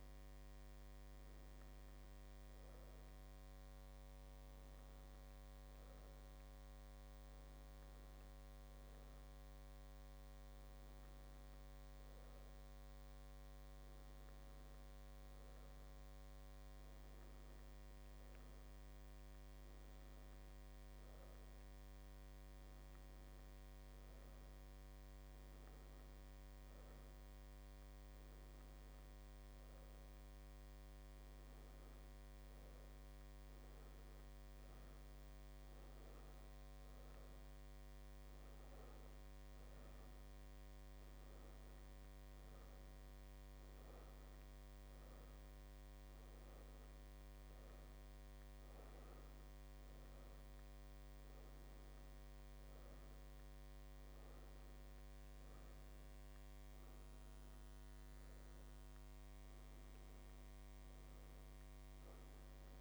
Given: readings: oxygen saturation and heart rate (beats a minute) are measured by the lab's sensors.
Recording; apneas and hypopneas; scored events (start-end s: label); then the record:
breathing in sleep, hard to hear, by a microphone on the trachea; none
47.00-62.81 s: new sleep stage, N2 (light sleep)
From the record:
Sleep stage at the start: N1 (lightest sleep); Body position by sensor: on the left side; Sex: female